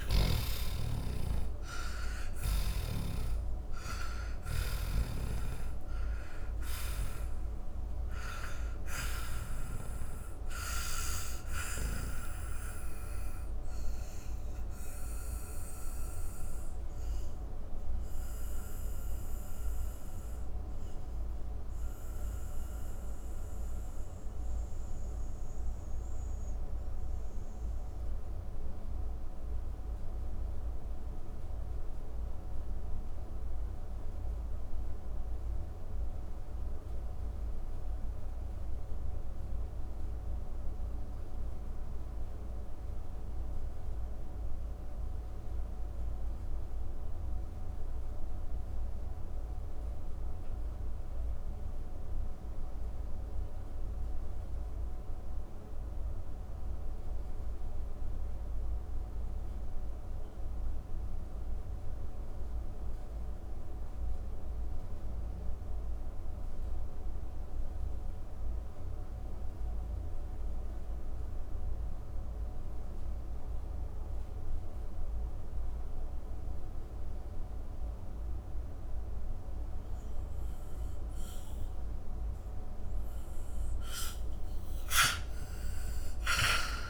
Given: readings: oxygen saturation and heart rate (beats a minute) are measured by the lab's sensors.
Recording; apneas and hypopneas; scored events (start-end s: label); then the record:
breathing in sleep by a room microphone; 1
0.00-2.50 s: snoring (device-marked)
0.00-50.00 s: oxygen desaturation (device-marked, oxygen 79% lowest)
10.50-81.50 s: mixed apnea (oxygen 98% before, 78% lowest)
79.00-86.89 s: oxygen desaturation (device-marked, oxygen 97% before, 78% lowest)
85.00-86.89 s: arousal
From the record:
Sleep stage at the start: N2 (light sleep); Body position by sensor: on the back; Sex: male